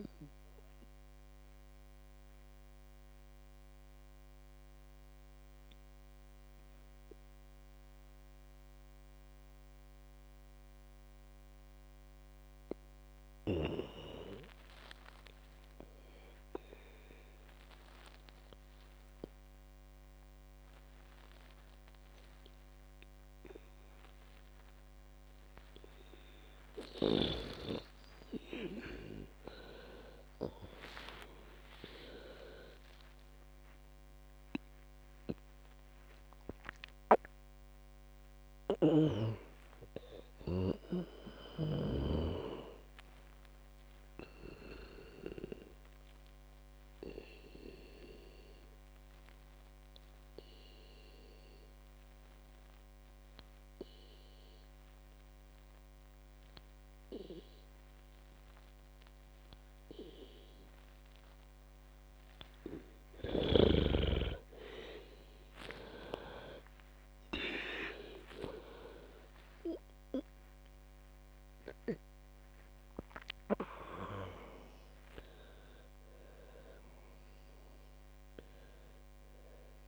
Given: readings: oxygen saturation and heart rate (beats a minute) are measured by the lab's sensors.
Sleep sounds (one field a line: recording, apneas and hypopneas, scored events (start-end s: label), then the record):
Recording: breathing in sleep by a microphone on the trachea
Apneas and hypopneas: 2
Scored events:
2.50-26.50 s: mixed apnea (oxygen 99% before, 91% lowest, heart rate 72 before, 59 extreme, up 22 after)
28.50-55.50 s: oxygen desaturation (device-marked, oxygen 99% before, 94% lowest, heart rate 64 before, 59 extreme)
29.50-35.00 s: arousal
39.00-42.50 s: snoring (device-marked)
44.00-63.00 s: obstructive apnea (oxygen 99% before, 91% lowest, heart rate 72 before, 59 extreme, up 11 after)
64.50-71.00 s: arousal
65.50-79.88 s: oxygen desaturation (device-marked, oxygen 98% before, 91% lowest, heart rate 61 before, 57 extreme)
From the record:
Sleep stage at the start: N2 (light sleep)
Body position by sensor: on the back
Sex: female